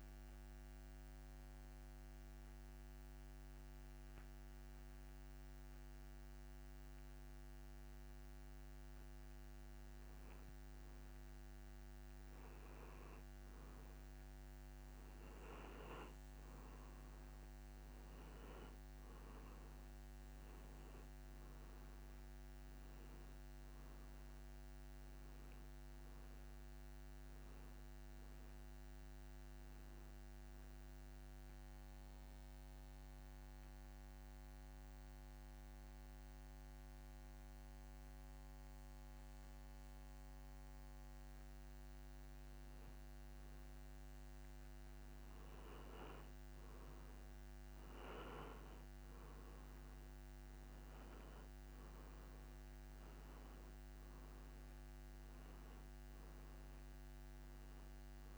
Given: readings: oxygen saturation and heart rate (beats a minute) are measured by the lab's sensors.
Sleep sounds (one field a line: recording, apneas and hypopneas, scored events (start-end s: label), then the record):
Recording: breathing in sleep, hard to hear, by a microphone on the trachea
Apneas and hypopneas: 2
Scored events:
0.00-9.00 s: oxygen desaturation (device-marked, oxygen 92% lowest)
1.00-12.00 s: hypopnea (oxygen 96% before, 92% lowest)
14.50-18.00 s: arousal
32.50-43.50 s: hypopnea (oxygen 95% before, 92% lowest)
46.50-50.00 s: arousal
From the record:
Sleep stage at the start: N2 (light sleep)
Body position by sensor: on the back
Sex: male